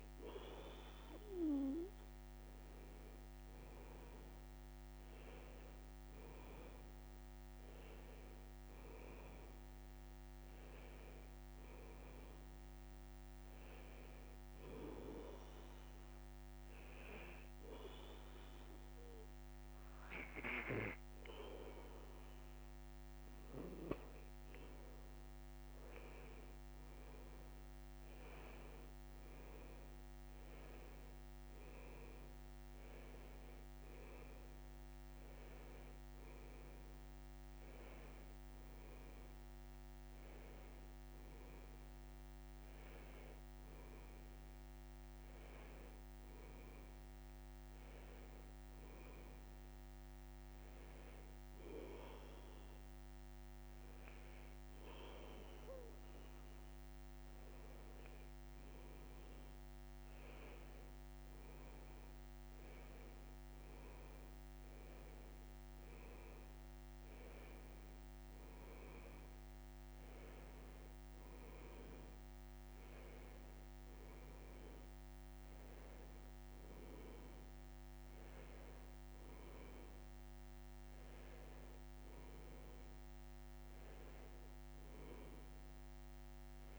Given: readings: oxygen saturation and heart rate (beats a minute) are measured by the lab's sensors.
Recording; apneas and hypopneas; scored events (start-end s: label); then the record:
breathing in sleep by a microphone on the trachea; 2
8.50-12.00 s: arousal
14.50-24.50 s: obstructive apnea (oxygen 93% before, 90% lowest, heart rate 81 before, 79 extreme, up 2 after)
26.00-29.00 s: arousal
36.00-50.00 s: oxygen desaturation (device-marked, oxygen 93% before, 90% lowest, heart rate 80 before, 79 extreme)
49.00-60.00 s: hypopnea (oxygen 93% before, 91% lowest, heart rate 81 before, 80 extreme, up 2 after)
61.50-64.50 s: arousal
67.00-84.00 s: oxygen desaturation (device-marked, oxygen 94% before, 91% lowest, heart rate 80 before, 80 extreme)
From the record:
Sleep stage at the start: N2 (light sleep); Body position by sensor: on the back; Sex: male